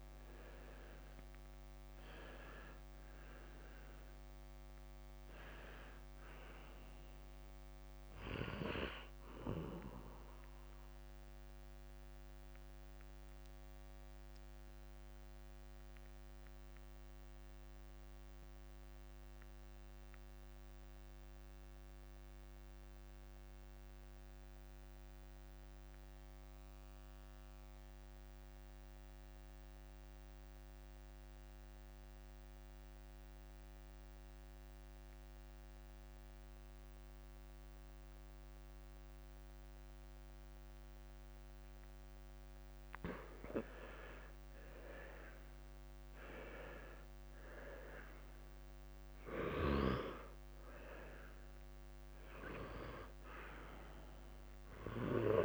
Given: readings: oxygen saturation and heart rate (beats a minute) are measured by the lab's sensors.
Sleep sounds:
breathing in sleep by a microphone on the trachea; 1
0.00-29.50 s: oxygen desaturation (device-marked, oxygen 86% lowest, heart rate 52 extreme)
10.50-43.00 s: mixed apnea (oxygen 95% before, 86% lowest, heart rate 63 before, 49 extreme, up 7 after)
12.00-14.00 s: long interval between heartbeats (device-marked, heart rate 62 before, 60 extreme)
45.00-48.00 s: arousal
46.50-55.45 s: oxygen desaturation (device-marked, oxygen 98% before, 88% lowest, heart rate 53 before, 48 extreme)
From the record:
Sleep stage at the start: N2 (light sleep); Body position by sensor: on the left side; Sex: male

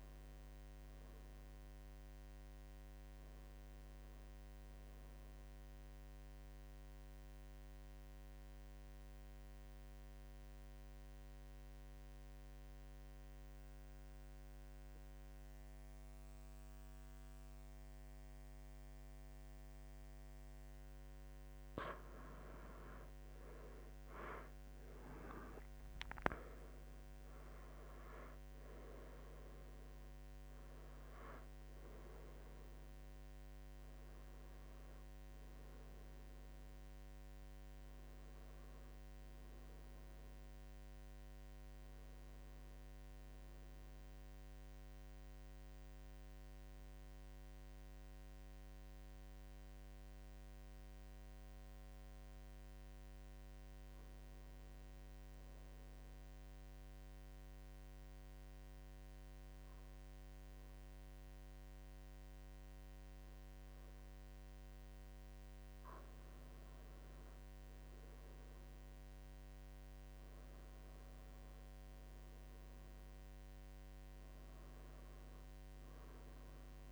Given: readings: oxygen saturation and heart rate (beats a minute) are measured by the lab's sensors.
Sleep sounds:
breathing in sleep, hard to hear, by a microphone on the trachea; 2
7.50-21.00 s: obstructive apnea (oxygen 99% before, 92% lowest, heart rate 76 before, 79 extreme, up 11 after)
23.50-27.00 s: arousal
26.00-48.00 s: oxygen desaturation (device-marked, oxygen 96% before, 92% lowest, heart rate 80 before, 76 extreme)
46.00-64.50 s: hypopnea (oxygen 96% before, 93% lowest, heart rate 86 before, 74 extreme, up 6 after)
67.00-70.50 s: arousal
69.00-76.92 s: oxygen desaturation (device-marked, oxygen 97% before, 93% lowest, heart rate 80 before, 74 extreme)
From the record:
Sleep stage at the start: N2 (light sleep); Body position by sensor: on the right side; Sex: male

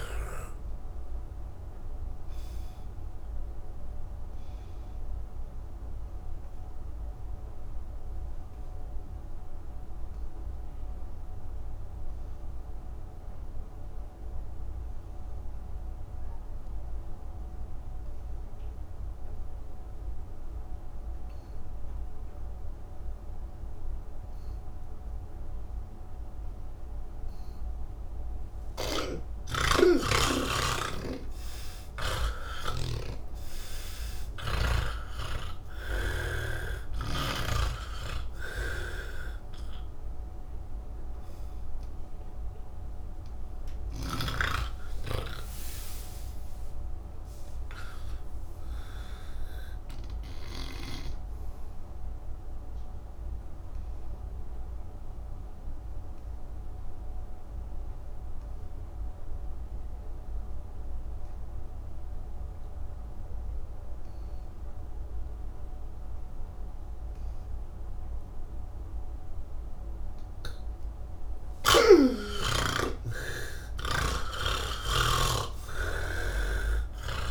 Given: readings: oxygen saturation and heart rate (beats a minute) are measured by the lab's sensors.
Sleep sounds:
breathing in sleep by a room microphone; 2
0.00-15.00 s: oxygen desaturation (device-marked, oxygen 79% lowest, heart rate 166 extreme)
1.50-28.50 s: obstructive apnea (oxygen 99% before, 78% lowest, heart rate 173 before, 166 extreme, up 33 after)
12.00-77.31 s: new sleep stage, N1 (lightest sleep)
25.00-57.00 s: oxygen desaturation (device-marked, oxygen 98% before, 78% lowest)
29.00-32.50 s: snoring (device-marked)
52.00-70.00 s: obstructive apnea (oxygen 96% before, 78% lowest)
66.00-77.31 s: oxygen desaturation (device-marked, oxygen 98% before, 80% lowest)
From the record:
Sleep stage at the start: N2 (light sleep); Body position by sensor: on the back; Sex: male

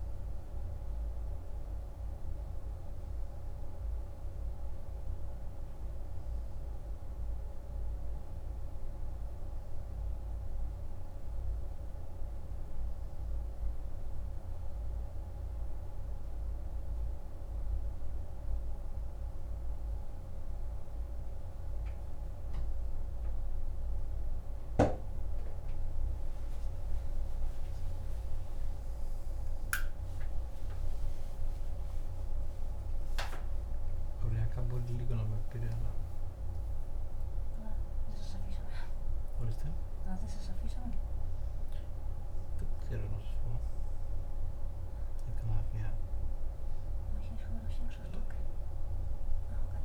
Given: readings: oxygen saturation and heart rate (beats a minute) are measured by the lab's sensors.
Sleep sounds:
a person awake in a sleep study, by a room microphone; none
24.00-49.85 s: new sleep stage, awake
From the record:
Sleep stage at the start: N3 (deep sleep); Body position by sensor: on the right side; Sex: male

